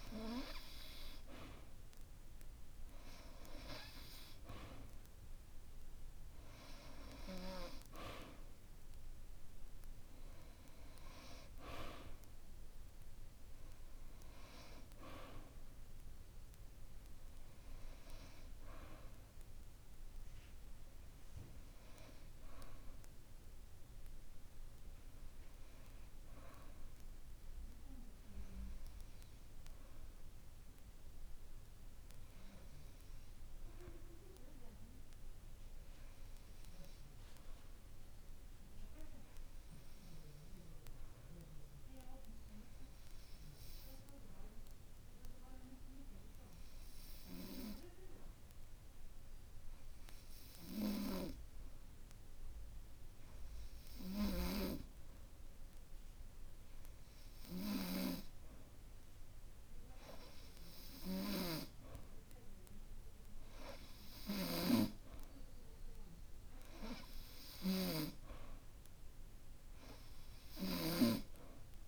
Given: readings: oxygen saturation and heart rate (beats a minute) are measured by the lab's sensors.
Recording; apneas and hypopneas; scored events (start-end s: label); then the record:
breathing in sleep by a room microphone; 1
38.00-57.00 s: hypopnea (oxygen 95% before, 92% lowest, heart rate 50 before, 50 extreme, up 2 after)
60.00-64.00 s: arousal
From the record:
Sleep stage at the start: N2 (light sleep); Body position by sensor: on the back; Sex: male